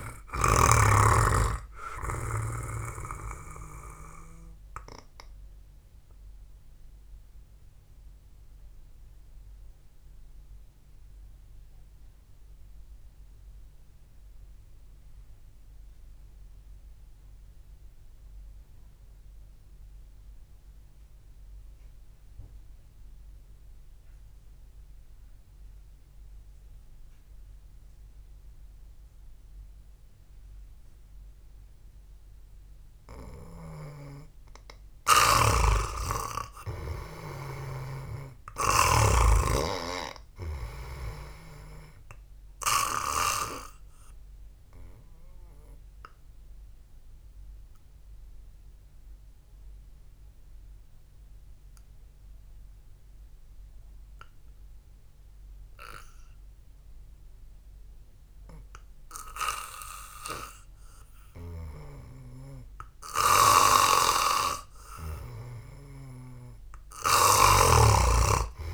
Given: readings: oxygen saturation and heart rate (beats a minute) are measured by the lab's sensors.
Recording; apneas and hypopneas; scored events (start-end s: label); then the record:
breathing in sleep by a room microphone; 2
0.00-1.00 s: long interval between heartbeats (device-marked, heart rate 56 extreme)
0.00-27.50 s: oxygen desaturation (device-marked, oxygen 87% lowest, heart rate 52 extreme)
8.00-34.50 s: mixed apnea (oxygen 98% before, 84% lowest, heart rate 54 before, 53 extreme, up 0 after)
33.50-65.50 s: oxygen desaturation (device-marked, oxygen 99% before, 84% lowest, heart rate 63 before, 50 extreme)
34.50-38.00 s: snoring (device-marked)
37.00-40.00 s: arousal
45.00-62.00 s: obstructive apnea (oxygen 99% before, 84% lowest, heart rate 59 before, 50 extreme)
64.00-67.00 s: arousal
From the record:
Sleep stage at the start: N2 (light sleep); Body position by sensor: on the back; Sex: male